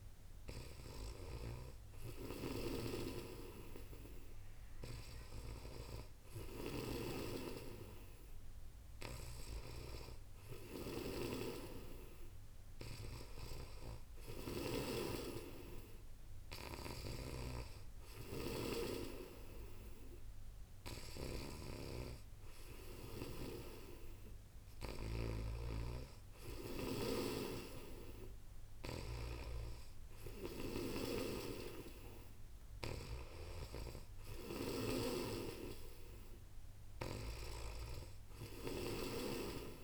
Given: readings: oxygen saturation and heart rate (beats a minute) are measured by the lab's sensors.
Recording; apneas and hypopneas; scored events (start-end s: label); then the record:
breathing in sleep by a room microphone; none
0.00-14.50 s: snoring (device-marked)
16.50-39.84 s: snoring (device-marked)
From the record:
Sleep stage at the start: N2 (light sleep); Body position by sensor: on the back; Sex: female